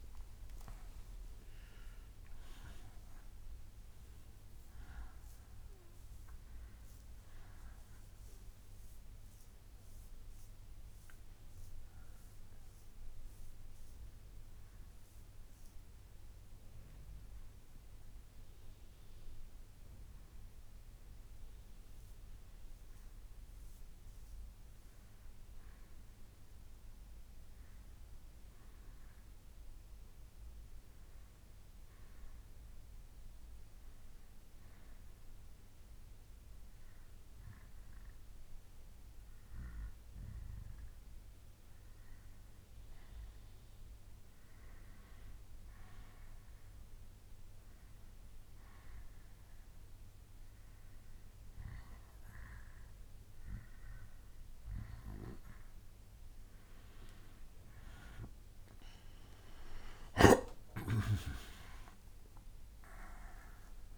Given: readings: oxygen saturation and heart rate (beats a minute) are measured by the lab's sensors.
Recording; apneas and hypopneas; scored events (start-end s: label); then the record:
breathing in sleep by a room microphone; 1
0.00-10.50 s: oxygen desaturation (device-marked, oxygen 87% lowest, heart rate 59 extreme)
11.00-22.00 s: hypopnea (oxygen 94% before, 88% lowest, heart rate 64 before, 64 extreme, up 5 after)
24.50-28.00 s: arousal
From the record:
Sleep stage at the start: N2 (light sleep); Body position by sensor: on the back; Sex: male